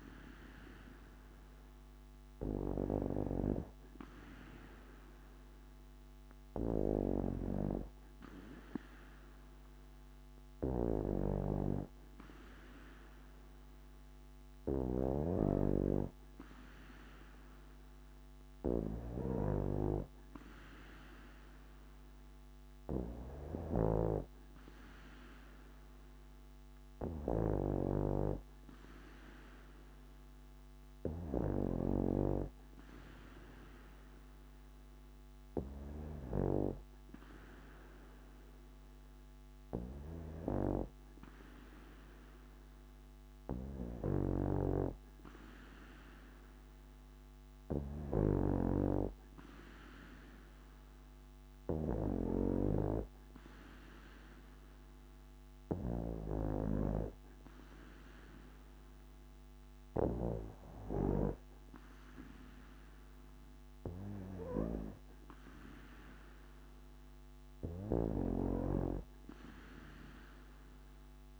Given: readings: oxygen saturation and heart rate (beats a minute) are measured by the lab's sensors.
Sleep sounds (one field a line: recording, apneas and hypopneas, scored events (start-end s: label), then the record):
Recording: breathing in sleep by a microphone on the trachea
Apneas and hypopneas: none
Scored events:
none scored
From the record:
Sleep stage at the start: N2 (light sleep)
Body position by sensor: on the back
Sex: female